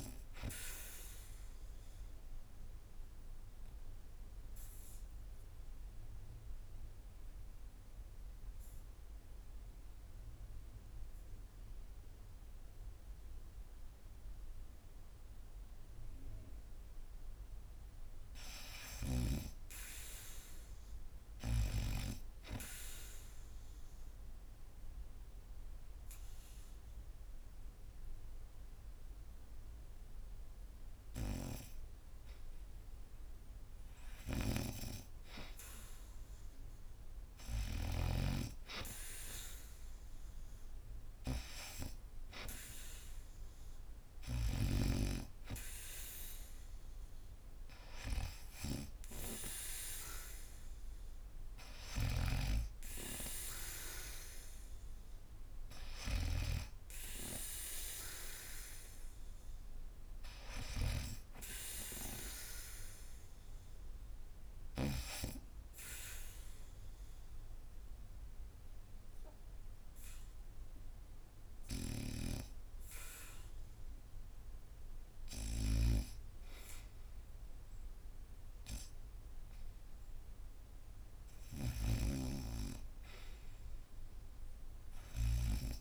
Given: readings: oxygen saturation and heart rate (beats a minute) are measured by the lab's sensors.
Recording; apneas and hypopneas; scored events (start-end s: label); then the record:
breathing in sleep by a room microphone; 3
0.00-8.00 s: oxygen desaturation (device-marked, oxygen 86% lowest, heart rate 68 extreme)
0.50-16.00 s: obstructive apnea (oxygen 90% before, 74% lowest, heart rate 82 before, 68 extreme)
17.50-20.00 s: arousal
23.00-33.00 s: obstructive apnea (oxygen 97% before, 74% lowest, heart rate 78 before, 72 extreme, up 6 after)
28.00-52.00 s: oxygen desaturation (device-marked, oxygen 96% before, 74% lowest, heart rate 74 before, 72 extreme)
35.00-38.00 s: arousal
51.50-56.00 s: snoring (device-marked)
53.50-57.50 s: arousal
54.00-70.00 s: oxygen desaturation (device-marked, oxygen 87% before, 79% lowest, heart rate 77 before, 76 extreme)
64.50-77.50 s: hypopnea (oxygen 92% before, 87% lowest, heart rate 80 before, 78 extreme)
80.00-84.00 s: arousal
From the record:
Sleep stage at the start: REM sleep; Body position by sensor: on the back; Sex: female